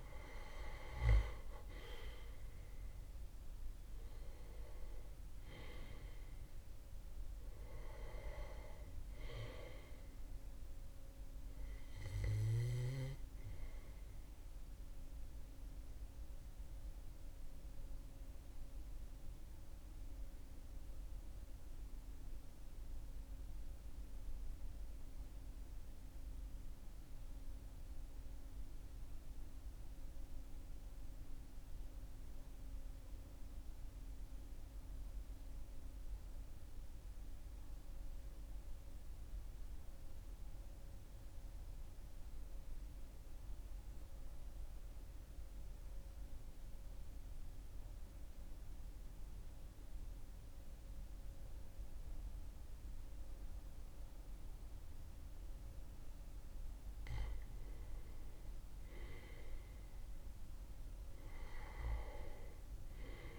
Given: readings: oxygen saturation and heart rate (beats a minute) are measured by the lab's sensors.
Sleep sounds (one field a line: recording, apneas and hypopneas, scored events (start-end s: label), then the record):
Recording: breathing in sleep by a room microphone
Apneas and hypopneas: 1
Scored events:
0.00-4.00 s: oxygen desaturation (device-marked, oxygen 95% lowest, heart rate 39 extreme)
15.50-55.00 s: obstructive apnea (oxygen 98% before, 92% lowest, heart rate 43 before, 39 extreme, up 1 after)
20.00-32.00 s: oxygen desaturation (device-marked, oxygen 95% before, 92% lowest, heart rate 43 before, 39 extreme)
57.50-61.50 s: arousal
From the record:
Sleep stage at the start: N2 (light sleep)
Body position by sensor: on the back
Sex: male